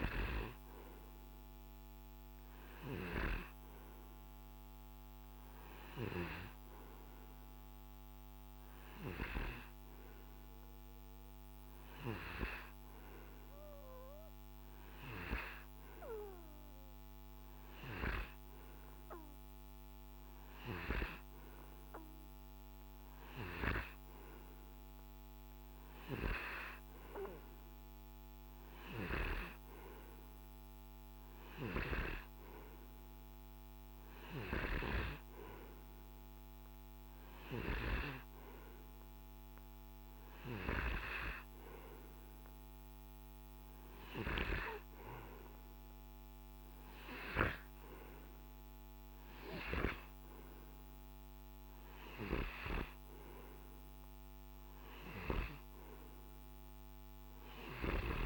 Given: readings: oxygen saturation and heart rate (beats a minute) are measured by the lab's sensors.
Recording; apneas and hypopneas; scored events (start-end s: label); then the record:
breathing in sleep by a microphone on the trachea; none
none scored
From the record:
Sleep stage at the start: N2 (light sleep); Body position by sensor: on the right side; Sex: male